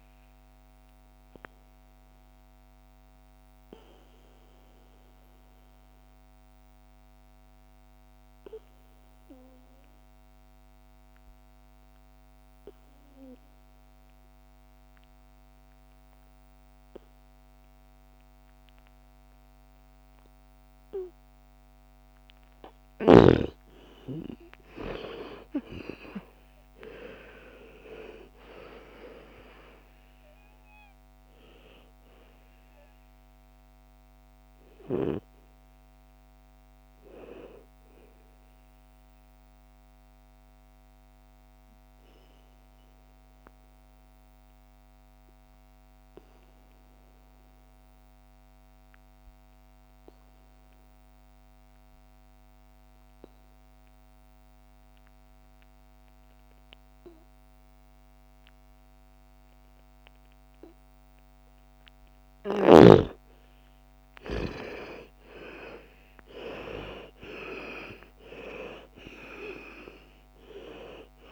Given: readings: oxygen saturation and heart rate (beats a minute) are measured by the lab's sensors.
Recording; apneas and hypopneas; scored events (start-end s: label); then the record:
breathing in sleep by a microphone on the trachea; 2
0.00-5.50 s: oxygen desaturation (device-marked, oxygen 78% lowest, heart rate 55 extreme)
1.50-22.00 s: obstructive apnea (oxygen 99% before, 80% lowest, heart rate 65 before, 55 extreme, up 13 after)
23.00-27.00 s: arousal
25.50-49.50 s: oxygen desaturation (device-marked, oxygen 98% before, 83% lowest, heart rate 57 before, 55 extreme)
39.50-61.50 s: obstructive apnea (oxygen 99% before, 80% lowest, heart rate 63 before, 55 extreme, up 13 after)
62.50-71.32 s: oxygen desaturation (device-marked, oxygen 98% before, 80% lowest, heart rate 57 before, 57 extreme)
64.00-68.50 s: arousal
From the record:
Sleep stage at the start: N2 (light sleep); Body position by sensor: on the back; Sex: female